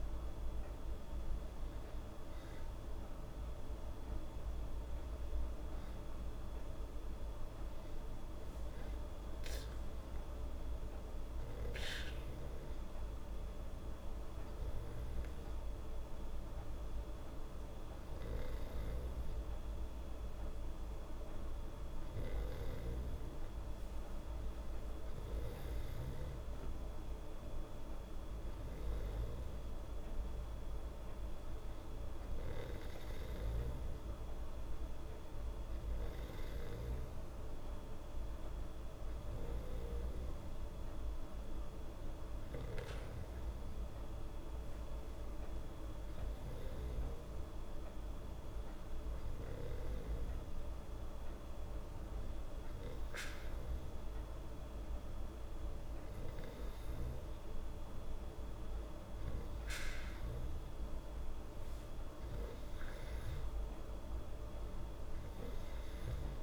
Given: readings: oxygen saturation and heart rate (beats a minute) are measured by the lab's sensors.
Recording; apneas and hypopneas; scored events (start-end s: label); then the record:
breathing in sleep, hard to hear, by a room microphone; none
none scored
From the record:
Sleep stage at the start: N2 (light sleep); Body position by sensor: on the back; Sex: female